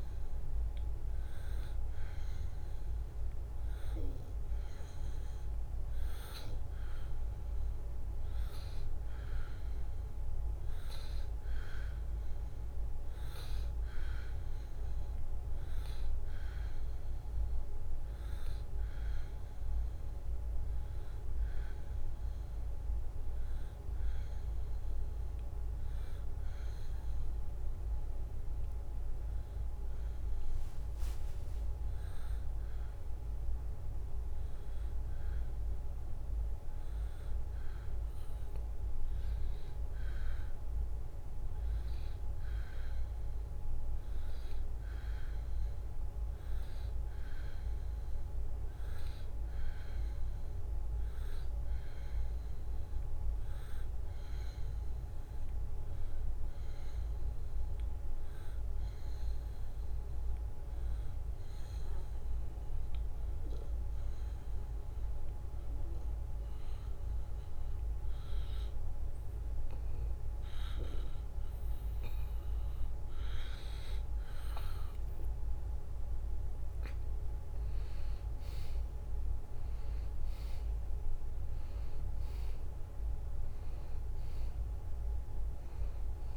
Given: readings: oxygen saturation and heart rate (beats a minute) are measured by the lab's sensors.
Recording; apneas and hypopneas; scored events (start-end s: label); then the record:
breathing in sleep, hard to hear, by a room microphone; 1
28.00-32.50 s: arousal
54.00-70.00 s: hypopnea (oxygen 93% before, 87% lowest, heart rate 75 before, 73 extreme, up 1 after)
73.00-77.50 s: arousal
73.50-86.37 s: oxygen desaturation (device-marked, oxygen 93% before, 89% lowest, heart rate 74 before, 70 extreme)
From the record:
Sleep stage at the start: N2 (light sleep); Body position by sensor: on the back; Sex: male